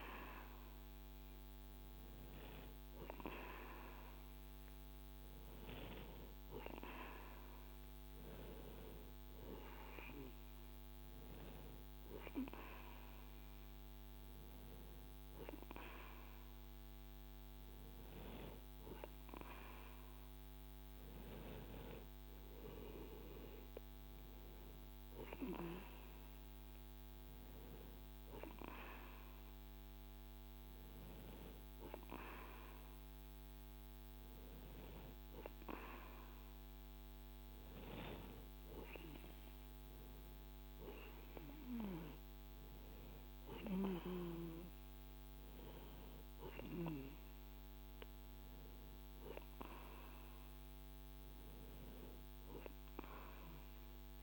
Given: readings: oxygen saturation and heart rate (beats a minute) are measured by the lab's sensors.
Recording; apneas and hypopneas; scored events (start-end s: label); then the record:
breathing in sleep by a microphone on the trachea; none
none scored
From the record:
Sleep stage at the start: N2 (light sleep); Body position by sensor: on the right side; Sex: male